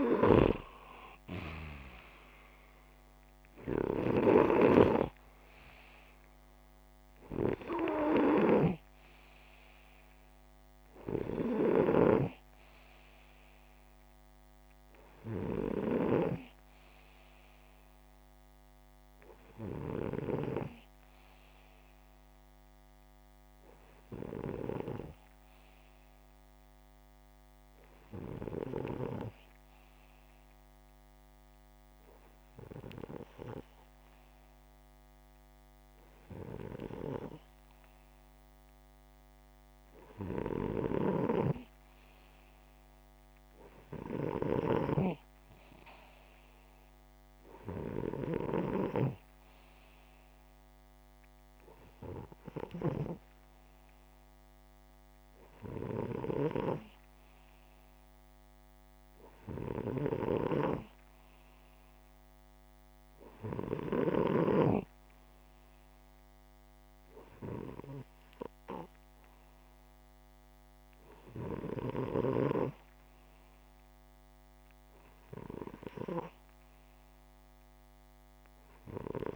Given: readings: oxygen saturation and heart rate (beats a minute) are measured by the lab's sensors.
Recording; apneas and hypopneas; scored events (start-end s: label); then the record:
breathing in sleep by a microphone on the trachea; none
7.50-11.50 s: snoring (device-marked)
40.00-44.50 s: snoring (device-marked)
46.00-49.00 s: oxygen desaturation (device-marked, oxygen 96% before, 92% lowest)
59.50-63.50 s: snoring (device-marked)
77.50-79.36 s: arousal
From the record:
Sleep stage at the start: N2 (light sleep); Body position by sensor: upright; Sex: male